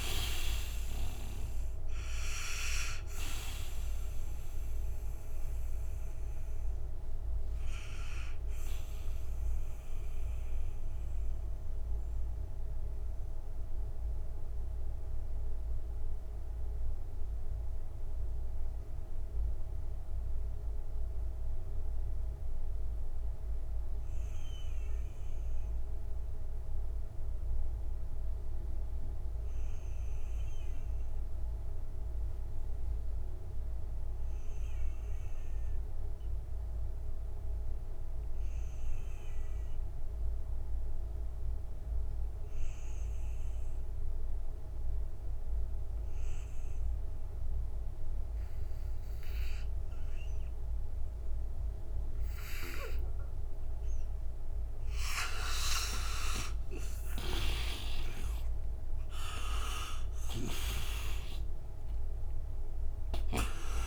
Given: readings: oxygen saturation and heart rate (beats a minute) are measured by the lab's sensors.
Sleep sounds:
breathing in sleep by a room microphone; 1
0.00-25.50 s: oxygen desaturation (device-marked, oxygen 78% lowest, heart rate 59 extreme)
6.00-55.50 s: mixed apnea (oxygen 97% before, 75% lowest, heart rate 63 before, 48 extreme, up 1 after)
42.50-63.87 s: oxygen desaturation (device-marked, oxygen 98% before, 75% lowest, heart rate 61 before, 48 extreme)
56.50-61.00 s: arousal
60.00-63.87 s: snoring (device-marked)
From the record:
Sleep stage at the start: N2 (light sleep); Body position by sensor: on the right side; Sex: male

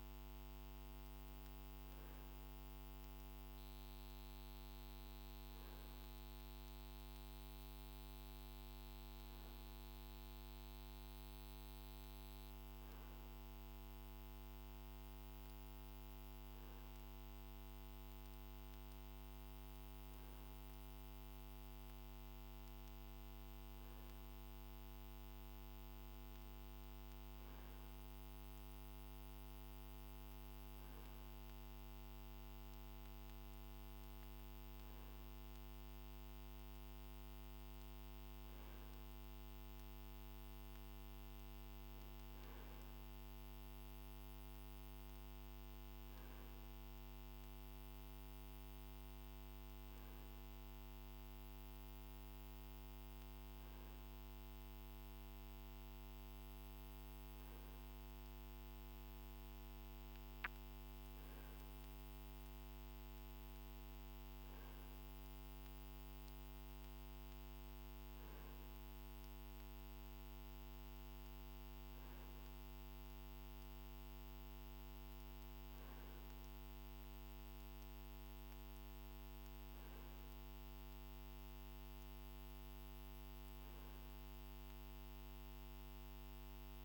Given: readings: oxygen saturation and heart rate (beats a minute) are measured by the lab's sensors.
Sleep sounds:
breathing in sleep, hard to hear, by a microphone on the trachea; none
none scored
From the record:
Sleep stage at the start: N2 (light sleep); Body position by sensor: on the right side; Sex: male

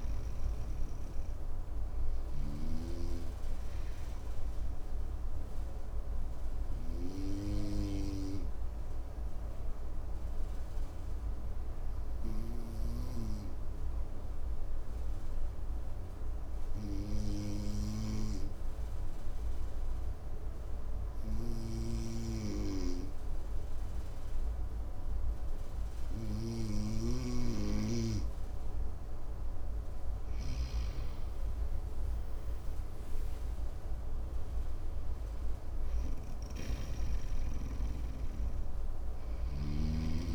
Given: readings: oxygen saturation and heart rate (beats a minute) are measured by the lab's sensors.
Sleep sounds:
breathing in sleep by a room microphone; 1
0.00-2.50 s: snoring (device-marked)
2.50-27.00 s: obstructive apnea (oxygen 99% before, 94% lowest, heart rate 57 before, 53 extreme, up 8 after)
26.50-30.00 s: snoring (device-marked)
29.00-33.50 s: arousal
From the record:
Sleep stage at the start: N2 (light sleep); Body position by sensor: on the right side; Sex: male

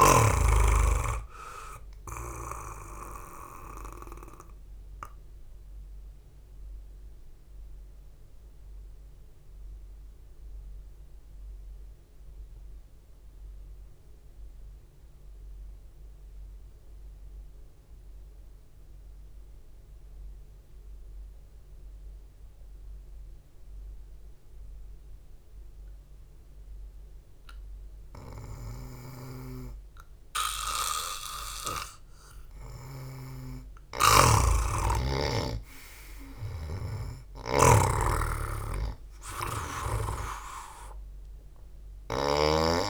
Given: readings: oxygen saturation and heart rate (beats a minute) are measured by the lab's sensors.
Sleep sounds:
breathing in sleep by a room microphone; 1
0.00-24.00 s: oxygen desaturation (device-marked, oxygen 96% before, 88% lowest, heart rate 60 before, 52 extreme)
5.50-29.50 s: obstructive apnea (oxygen 96% before, 88% lowest, heart rate 57 before, 52 extreme, up 0 after)
34.50-38.50 s: snoring (device-marked)
34.50-39.00 s: arousal
36.00-42.90 s: oxygen desaturation (device-marked, oxygen 98% before, 88% lowest, heart rate 66 before, 50 extreme)
From the record:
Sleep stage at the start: N2 (light sleep); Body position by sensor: on the back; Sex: male

